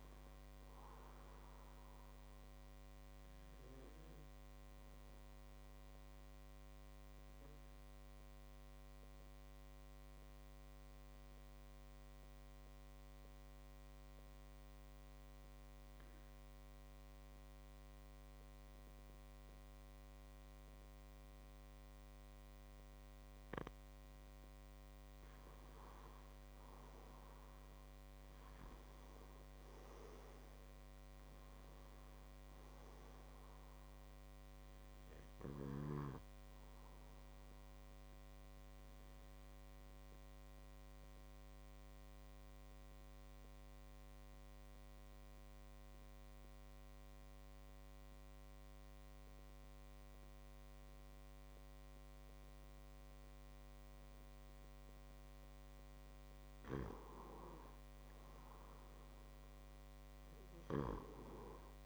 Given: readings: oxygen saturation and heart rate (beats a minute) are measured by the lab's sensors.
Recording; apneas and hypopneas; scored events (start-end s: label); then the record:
breathing in sleep, hard to hear, by a microphone on the trachea; 2
0.00-11.00 s: oxygen desaturation (device-marked, oxygen 92% lowest, heart rate 58 extreme)
3.00-23.50 s: obstructive apnea (oxygen 100% before, 92% lowest, heart rate 58 before, 58 extreme, up 5 after)
25.00-45.00 s: oxygen desaturation (device-marked, oxygen 98% before, 93% lowest, heart rate 59 before, 58 extreme)
25.50-30.00 s: arousal
38.00-55.00 s: obstructive apnea (oxygen 98% before, 93% lowest, heart rate 61 before, 56 extreme, up 2 after)
56.00-59.50 s: arousal
60.00-61.86 s: oxygen desaturation (device-marked, oxygen 98% before, 93% lowest, heart rate 59 before, 56 extreme)
From the record:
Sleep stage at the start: N2 (light sleep); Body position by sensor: on the back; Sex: male